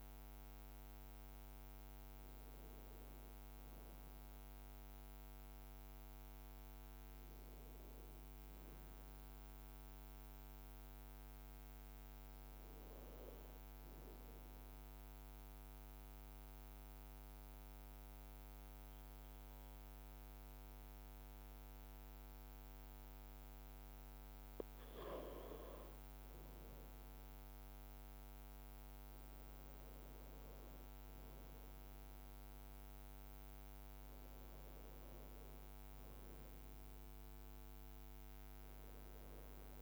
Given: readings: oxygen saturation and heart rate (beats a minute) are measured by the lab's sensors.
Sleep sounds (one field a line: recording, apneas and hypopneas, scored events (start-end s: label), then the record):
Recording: breathing in sleep, hard to hear, by a microphone on the trachea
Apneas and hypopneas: 1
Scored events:
7.00-11.00 s: arousal
14.50-25.00 s: mixed apnea (oxygen 99% before, 96% lowest, heart rate 57 before, 54 extreme, up 2 after)
26.00-39.82 s: new sleep stage, N1 (lightest sleep)
26.50-31.00 s: arousal
From the record:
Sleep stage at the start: N2 (light sleep)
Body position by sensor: on the right side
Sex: male